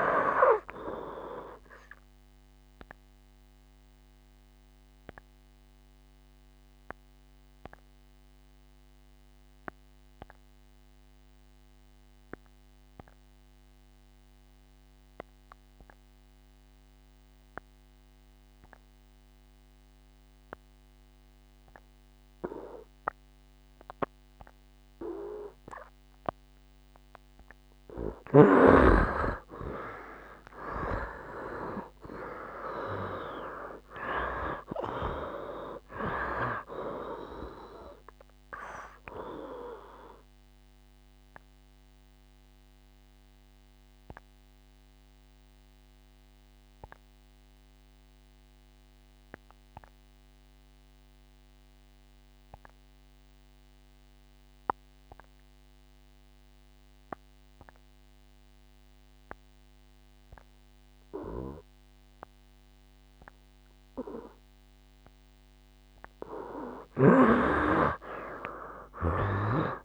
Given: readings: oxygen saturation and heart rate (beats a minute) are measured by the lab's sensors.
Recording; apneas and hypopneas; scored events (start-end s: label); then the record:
breathing in sleep by a microphone on the trachea; 2
0.00-18.00 s: oxygen desaturation (device-marked, oxygen 83% lowest, heart rate 65 extreme)
3.00-27.00 s: obstructive apnea (oxygen 97% before, 83% lowest, heart rate 68 before, 64 extreme, up 7 after)
24.00-63.00 s: oxygen desaturation (device-marked, oxygen 97% before, 83% lowest, heart rate 68 before, 64 extreme)
31.50-35.50 s: arousal
40.00-65.50 s: obstructive apnea (oxygen 97% before, 83% lowest, heart rate 70 before, 64 extreme, up 12 after)
65.00-69.85 s: oxygen desaturation (device-marked, oxygen 98% before, 83% lowest, heart rate 65 before, 64 extreme)
68.50-69.85 s: arousal
From the record:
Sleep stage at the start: N2 (light sleep); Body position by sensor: on the right side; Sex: male